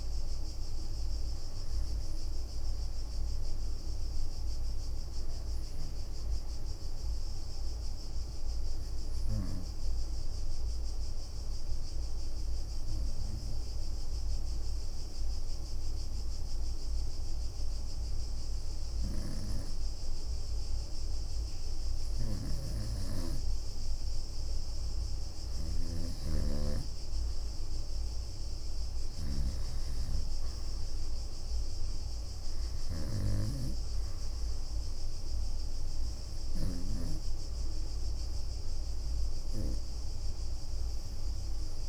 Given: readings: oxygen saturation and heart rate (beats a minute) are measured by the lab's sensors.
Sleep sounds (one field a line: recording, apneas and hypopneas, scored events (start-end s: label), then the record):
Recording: breathing in sleep by a room microphone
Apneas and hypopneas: 1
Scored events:
0.00-2.00 s: bradycardia (device-marked, heart rate 54 extreme)
0.00-7.00 s: oxygen desaturation (device-marked, oxygen 94% lowest, heart rate 54 extreme)
9.00-24.00 s: obstructive apnea (oxygen 99% before, 93% lowest, heart rate 62 before, 61 extreme, up 7 after)
17.00-27.00 s: leg movement (device-marked)
25.00-36.50 s: snoring (device-marked)
25.00-41.88 s: oxygen desaturation (device-marked, oxygen 99% before, 93% lowest, heart rate 63 before, 65 extreme)
26.50-32.00 s: arousal
29.00-38.00 s: leg movement (device-marked)
From the record:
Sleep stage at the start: REM sleep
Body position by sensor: on the right side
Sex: female